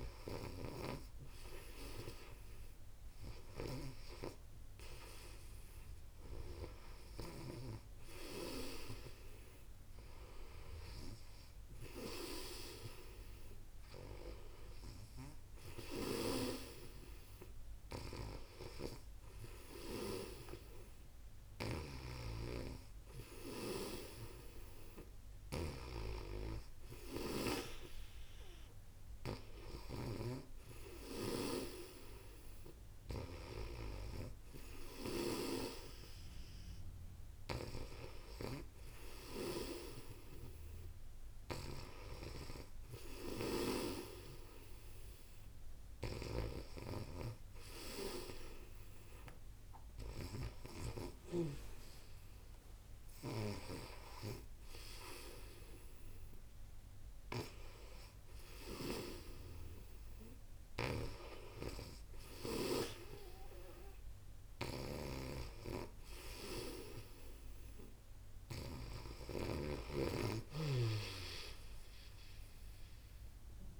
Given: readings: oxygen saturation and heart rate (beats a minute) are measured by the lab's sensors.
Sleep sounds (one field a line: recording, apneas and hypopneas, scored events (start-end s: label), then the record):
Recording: breathing in sleep by a room microphone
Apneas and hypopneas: none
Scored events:
0.00-7.00 s: snoring (device-marked)
15.50-68.50 s: snoring (device-marked)
From the record:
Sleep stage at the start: N2 (light sleep)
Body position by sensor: on the back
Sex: female